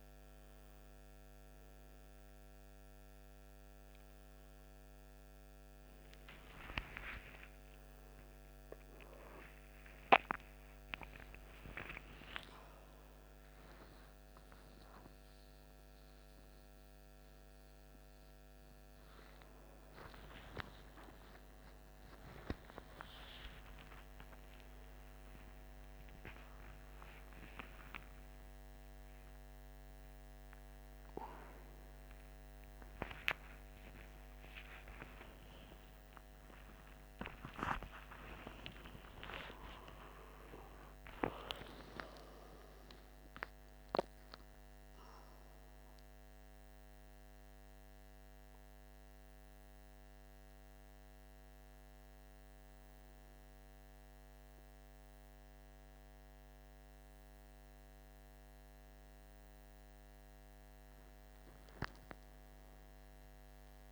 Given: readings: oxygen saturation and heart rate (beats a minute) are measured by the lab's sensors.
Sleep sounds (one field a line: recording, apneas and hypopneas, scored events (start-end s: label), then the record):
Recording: a person awake in a sleep study, by a microphone on the trachea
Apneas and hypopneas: none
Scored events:
25.00-36.00 s: tachycardia (device-marked, heart rate 53 before, 156 extreme)
From the record:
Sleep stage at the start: awake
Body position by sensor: on the right side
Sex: male